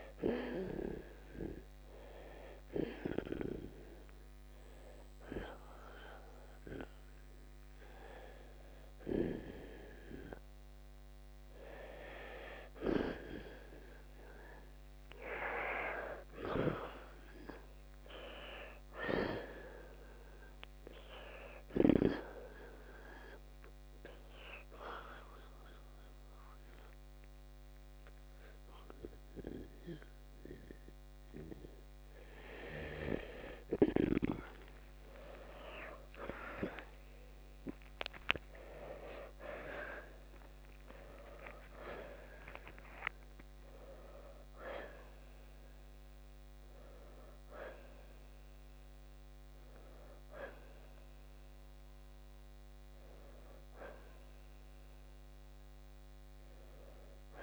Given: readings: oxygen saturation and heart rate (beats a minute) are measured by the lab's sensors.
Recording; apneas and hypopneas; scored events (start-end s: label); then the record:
breathing in sleep by a microphone on the trachea; 1
0.50-12.50 s: hypopnea (oxygen 93% before, 85% lowest, heart rate 68 before, 61 extreme, up 6 after)
16.50-19.50 s: arousal
25.50-36.50 s: oxygen desaturation (device-marked, oxygen 91% before, 87% lowest, heart rate 70 before, 61 extreme)
36.50-40.00 s: arousal
50.50-57.43 s: oxygen desaturation (device-marked, oxygen 91% before, 85% lowest, heart rate 72 before, 63 extreme)
From the record:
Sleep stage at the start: N2 (light sleep); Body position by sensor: on the back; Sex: male